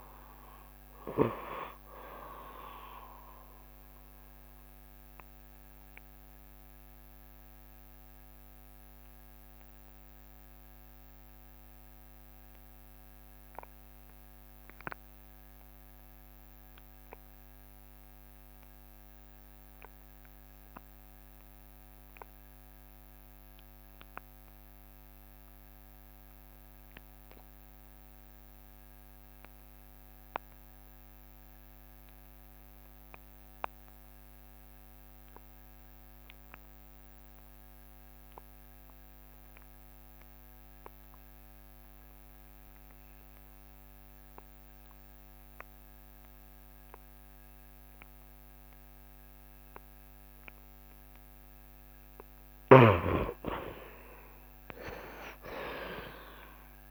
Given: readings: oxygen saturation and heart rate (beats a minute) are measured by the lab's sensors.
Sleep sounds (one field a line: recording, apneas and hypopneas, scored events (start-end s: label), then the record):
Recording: breathing in sleep by a microphone on the trachea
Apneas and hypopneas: 1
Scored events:
0.00-15.50 s: oxygen desaturation (device-marked, oxygen 63% lowest, heart rate 70 extreme)
4.00-52.00 s: obstructive apnea (oxygen 71% before, 63% lowest, heart rate 77 before, 70 extreme, up 13 after)
17.50-56.91 s: oxygen desaturation (device-marked, oxygen 93% before, 63% lowest, heart rate 74 before, 72 extreme)
53.50-55.50 s: long interval between heartbeats (device-marked, heart rate 75 before, 86 extreme)
54.00-56.91 s: arousal
From the record:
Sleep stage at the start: N2 (light sleep)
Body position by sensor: on the right side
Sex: male